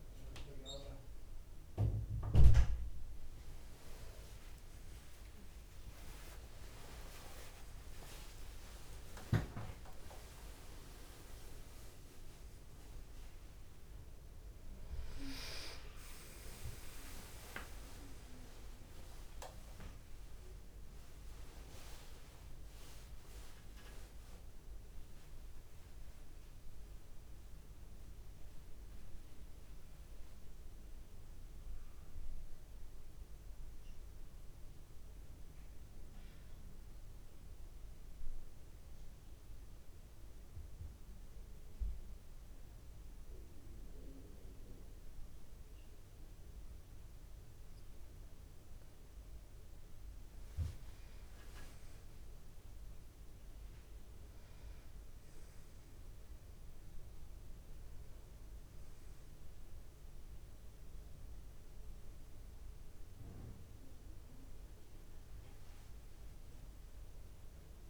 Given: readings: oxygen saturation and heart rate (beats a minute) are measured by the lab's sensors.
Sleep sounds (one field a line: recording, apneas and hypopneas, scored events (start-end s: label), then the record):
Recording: a person partly awake in a sleep study, by a room microphone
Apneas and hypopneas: 1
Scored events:
0.00-7.50 s: oxygen desaturation (device-marked, oxygen 92% lowest)
26.50-56.50 s: new sleep stage, N1 (lightest sleep)
37.50-49.00 s: obstructive apnea (oxygen 97% before, 93% lowest, heart rate 35 before, 49 extreme, up 45 after)
53.00-57.50 s: arousal
56.50-67.90 s: new sleep stage, N2 (light sleep)
56.50-67.90 s: oxygen desaturation (device-marked, oxygen 97% before, 93% lowest, heart rate 59 before, 49 extreme)
From the record:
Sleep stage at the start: awake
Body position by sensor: on the back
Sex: male